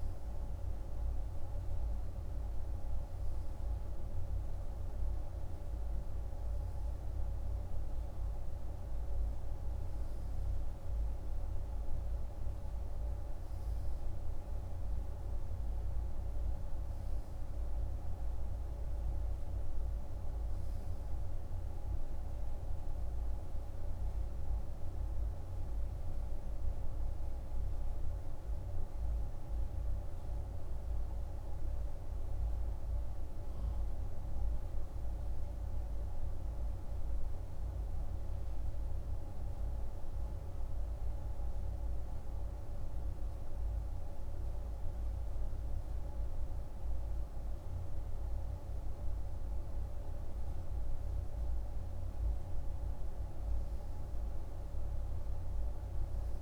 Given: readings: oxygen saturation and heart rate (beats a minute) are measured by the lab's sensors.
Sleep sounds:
breathing in sleep, hard to hear, by a room microphone; 1
23.50-43.00 s: hypopnea (oxygen 97% before, 92% lowest, heart rate 54 before, 55 extreme, up 13 after)
46.00-49.50 s: arousal
From the record:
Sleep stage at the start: N2 (light sleep); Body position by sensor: on the right side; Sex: male

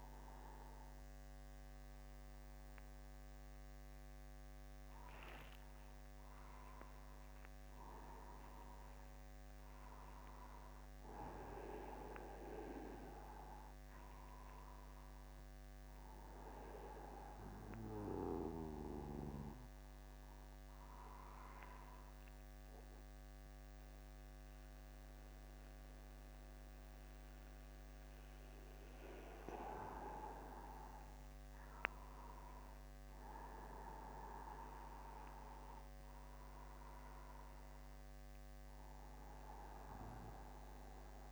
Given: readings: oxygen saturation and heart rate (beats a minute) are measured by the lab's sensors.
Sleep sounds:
a person awake in a sleep study, by a microphone on the trachea; none
11.50-13.50 s: long interval between heartbeats (device-marked, heart rate 51 before, 59 extreme)
35.50-37.50 s: long interval between heartbeats (device-marked, heart rate 53 before, 60 extreme)
From the record:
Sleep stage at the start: awake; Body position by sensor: upright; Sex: male

